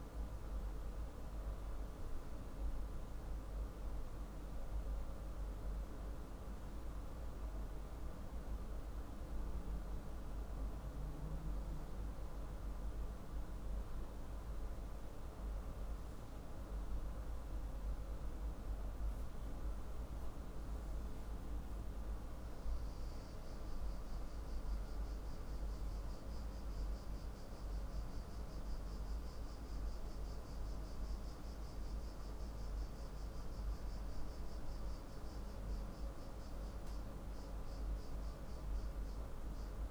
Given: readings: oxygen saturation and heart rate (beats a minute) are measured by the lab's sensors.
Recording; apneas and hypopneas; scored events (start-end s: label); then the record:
breathing in sleep, hard to hear, by a room microphone; none
none scored
From the record:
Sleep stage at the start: N3 (deep sleep); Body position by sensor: on the left side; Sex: male